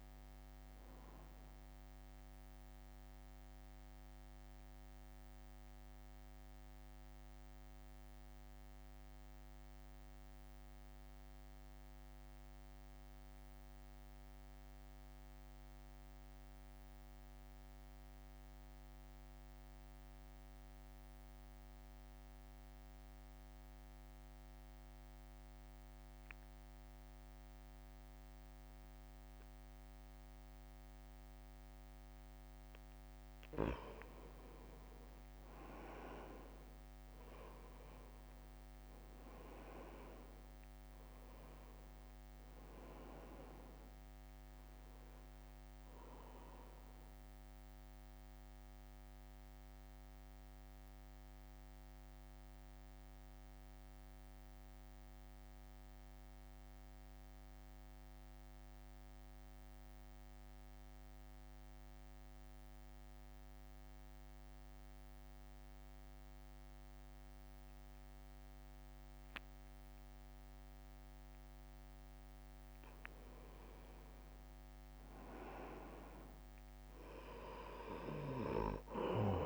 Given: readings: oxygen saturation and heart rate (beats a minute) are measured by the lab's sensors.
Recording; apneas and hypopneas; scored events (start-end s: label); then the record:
breathing in sleep by a microphone on the trachea; 2
0.00-6.00 s: drop in pulse transit time (device-marked, heart rate 58 extreme)
0.00-14.00 s: oxygen desaturation (device-marked, oxygen 88% lowest, heart rate 55 extreme)
3.00-31.50 s: mixed apnea (oxygen 98% before, 88% lowest, heart rate 63 before, 55 extreme, up 6 after)
31.00-60.00 s: oxygen desaturation (device-marked, oxygen 97% before, 88% lowest, heart rate 60 before, 56 extreme)
35.50-39.00 s: arousal
46.00-72.00 s: mixed apnea (heart rate 60 before, 57 extreme, up 3 after)
73.50-77.50 s: arousal
76.00-79.46 s: oxygen desaturation (device-marked, oxygen 97% before, 90% lowest)
From the record:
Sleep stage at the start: N2 (light sleep); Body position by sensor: on the right side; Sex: male